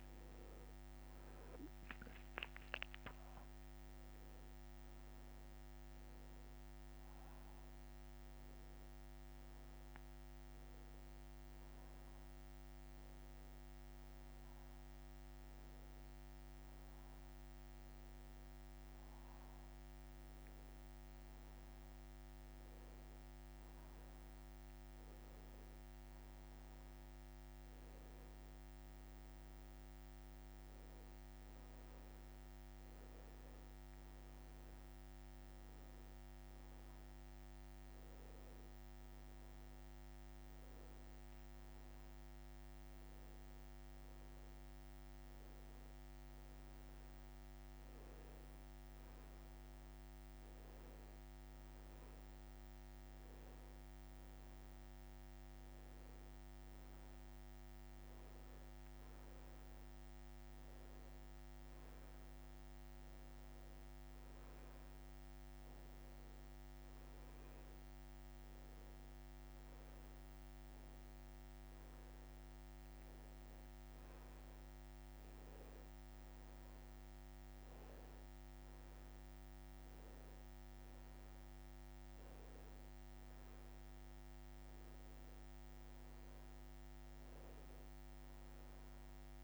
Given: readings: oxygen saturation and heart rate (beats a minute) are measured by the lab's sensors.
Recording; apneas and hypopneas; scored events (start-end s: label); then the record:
a person awake in a sleep study, hard to hear, by a microphone on the trachea; none
68.00-89.44 s: new sleep stage, N1 (lightest sleep)
From the record:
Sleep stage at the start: awake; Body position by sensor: on the back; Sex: male